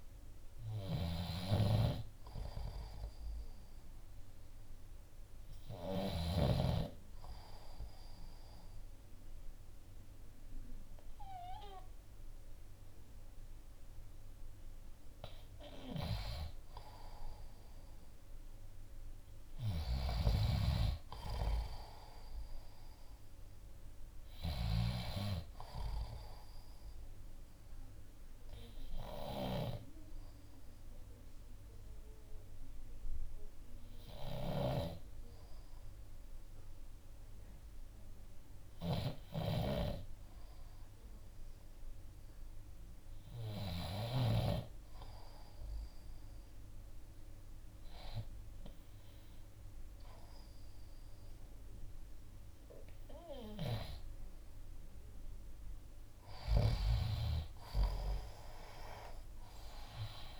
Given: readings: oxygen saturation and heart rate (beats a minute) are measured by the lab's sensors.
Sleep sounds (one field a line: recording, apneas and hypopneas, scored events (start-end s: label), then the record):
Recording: breathing in sleep by a room microphone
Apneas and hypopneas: 1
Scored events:
0.00-6.00 s: snoring (device-marked)
28.50-53.00 s: hypopnea (oxygen 95% before, 91% lowest, heart rate 62 before, 59 extreme, up 6 after)
29.00-44.00 s: snoring (device-marked)
38.00-48.00 s: oxygen desaturation (device-marked, oxygen 94% before, 91% lowest, heart rate 61 before, 60 extreme)
55.50-59.00 s: arousal
58.00-60.40 s: oxygen desaturation (device-marked, oxygen 95% before, 91% lowest, heart rate 62 before, 60 extreme)
From the record:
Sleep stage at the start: N2 (light sleep)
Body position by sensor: on the left side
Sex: male